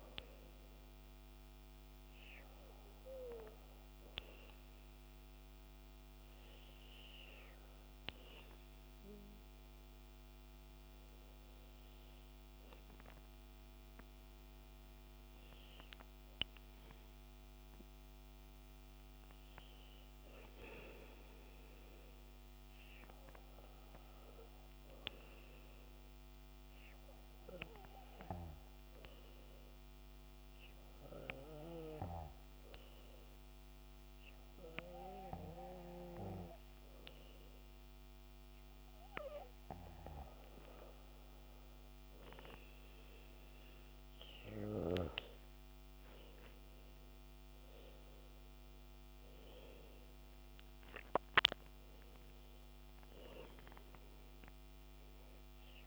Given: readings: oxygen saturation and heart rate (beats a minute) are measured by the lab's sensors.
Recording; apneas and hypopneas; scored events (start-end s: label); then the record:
breathing in sleep by a microphone on the trachea; none
42.50-47.50 s: arousal
From the record:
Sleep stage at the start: N2 (light sleep); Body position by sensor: on the back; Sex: male